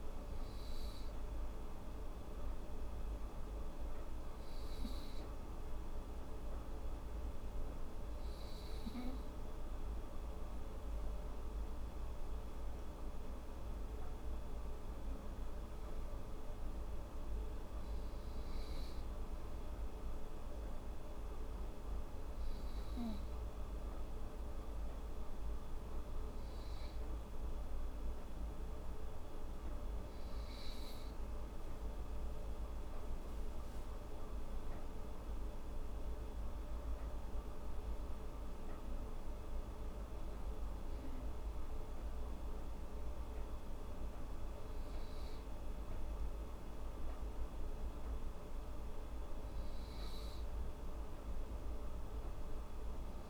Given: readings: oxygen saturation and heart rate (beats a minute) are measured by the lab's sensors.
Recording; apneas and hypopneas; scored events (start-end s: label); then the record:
breathing in sleep, hard to hear, by a room microphone; none
none scored
From the record:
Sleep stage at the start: N2 (light sleep); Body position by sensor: on the right side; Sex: female